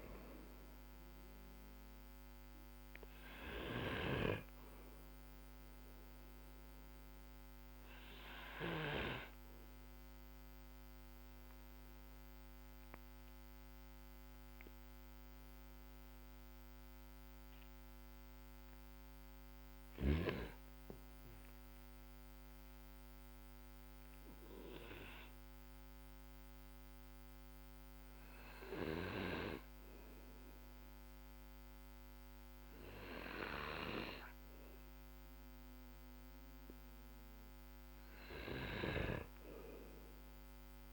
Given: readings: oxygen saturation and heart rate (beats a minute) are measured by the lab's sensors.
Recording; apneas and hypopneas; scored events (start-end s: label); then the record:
breathing in sleep by a microphone on the trachea; 1
0.00-4.00 s: snoring (device-marked)
7.50-34.50 s: obstructive apnea (oxygen 99% before, 93% lowest, heart rate 59 before, 44 extreme, up 0 after)
8.00-28.00 s: oxygen desaturation (device-marked, oxygen 96% before, 93% lowest, heart rate 58 before, 44 extreme)
37.00-40.93 s: arousal
38.00-40.93 s: snoring (device-marked)
From the record:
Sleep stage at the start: N2 (light sleep); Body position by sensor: on the back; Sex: male